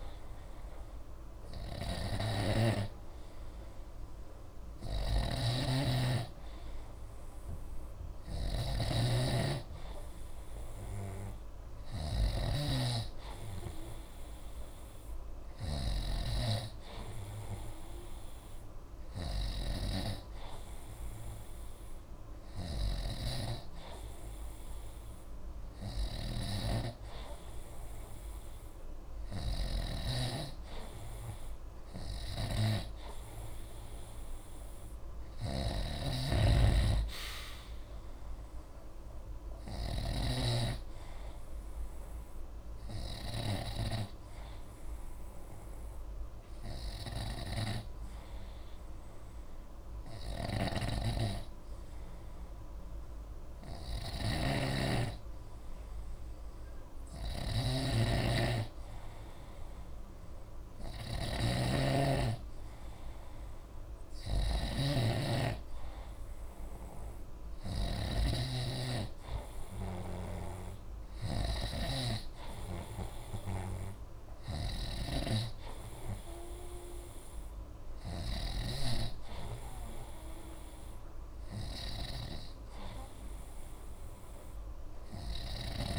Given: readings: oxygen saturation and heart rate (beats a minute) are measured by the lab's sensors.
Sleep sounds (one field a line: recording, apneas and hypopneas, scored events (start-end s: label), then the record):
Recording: breathing in sleep by a room microphone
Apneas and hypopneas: none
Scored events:
0.00-68.00 s: snoring (device-marked)
70.00-85.99 s: snoring (device-marked)
From the record:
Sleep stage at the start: N3 (deep sleep)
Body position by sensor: on the right side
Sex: male